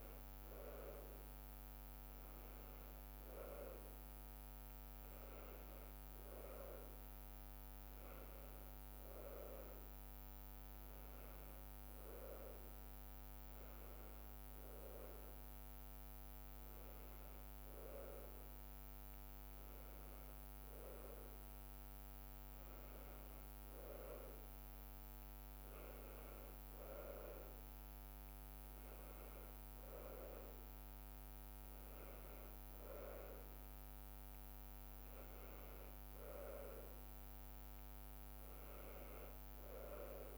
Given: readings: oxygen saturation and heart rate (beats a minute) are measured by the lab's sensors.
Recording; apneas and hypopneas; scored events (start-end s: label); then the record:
a person awake in a sleep study, by a microphone on the trachea; none
none scored
From the record:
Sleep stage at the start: awake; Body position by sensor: on the right side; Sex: female